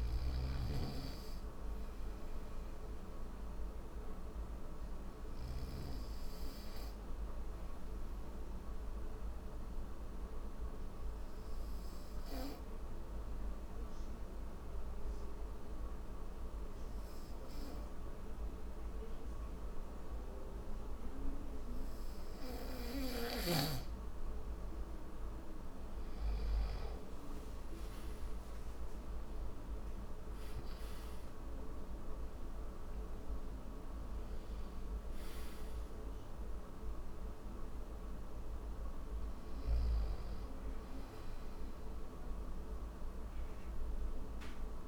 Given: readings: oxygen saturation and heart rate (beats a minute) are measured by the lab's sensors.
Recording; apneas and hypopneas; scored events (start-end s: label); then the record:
breathing in sleep, hard to hear, by a room microphone; 1
0.00-5.50 s: snoring (device-marked)
9.00-22.50 s: obstructive apnea (oxygen 95% before, 89% lowest, heart rate 75 before, 70 extreme, up 8 after)
27.00-44.88 s: oxygen desaturation (device-marked, oxygen 95% before, 89% lowest, heart rate 75 before, 69 extreme)
From the record:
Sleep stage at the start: N1 (lightest sleep); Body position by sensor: on the back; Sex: male